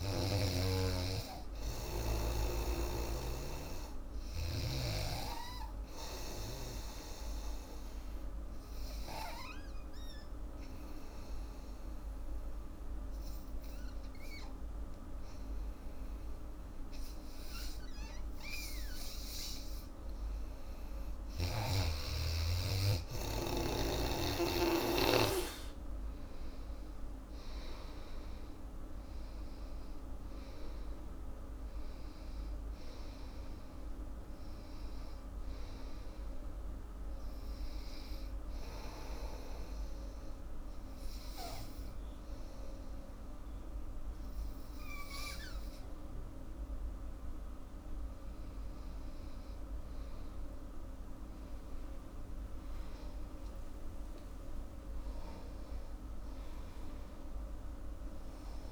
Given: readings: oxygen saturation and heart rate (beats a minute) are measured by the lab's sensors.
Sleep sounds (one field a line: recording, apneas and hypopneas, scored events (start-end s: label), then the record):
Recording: breathing in sleep by a room microphone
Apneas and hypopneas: 2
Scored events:
7.00-20.50 s: obstructive apnea (oxygen 97% before, 91% lowest, heart rate 83 before, 76 extreme, up 2 after)
25.50-44.50 s: oxygen desaturation (device-marked, oxygen 97% before, 91% lowest, heart rate 81 before, 84 extreme)
26.50-31.00 s: arousal
36.50-49.00 s: hypopnea (oxygen 97% before, 91% lowest, heart rate 82 before, 77 extreme, up 8 after)
52.00-56.50 s: arousal
From the record:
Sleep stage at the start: N2 (light sleep)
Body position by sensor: on the back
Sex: female